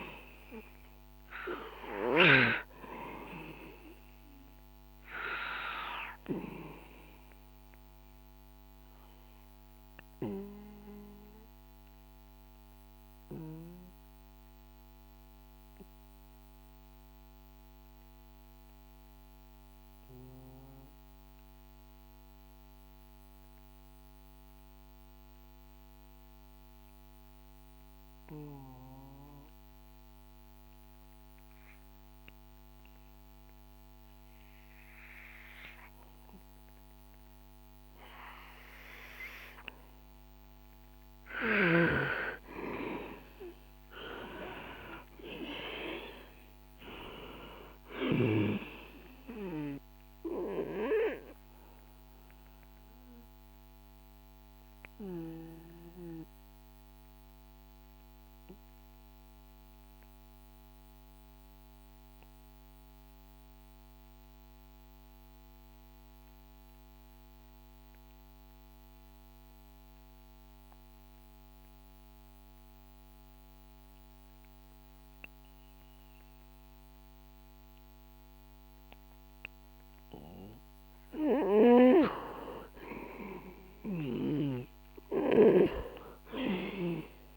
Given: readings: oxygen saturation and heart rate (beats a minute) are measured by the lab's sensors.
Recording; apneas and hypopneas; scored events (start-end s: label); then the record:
breathing in sleep by a microphone on the trachea; 2
0.00-2.00 s: snoring (device-marked)
0.00-23.00 s: oxygen desaturation (device-marked, oxygen 90% lowest, heart rate 59 extreme)
7.50-40.00 s: obstructive apnea (oxygen 99% before, 89% lowest, heart rate 66 before, 57 extreme, up 6 after)
41.00-44.50 s: arousal
47.00-70.00 s: oxygen desaturation (device-marked, oxygen 95% before, 89% lowest, heart rate 65 before, 57 extreme)
49.50-79.50 s: obstructive apnea (oxygen 98% before, 89% lowest, heart rate 65 before, 57 extreme, up 3 after)
82.50-86.00 s: arousal
86.00-87.37 s: oxygen desaturation (device-marked, oxygen 97% before, 90% lowest, heart rate 64 before, 57 extreme)
From the record:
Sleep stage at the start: N2 (light sleep); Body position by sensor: on the back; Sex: male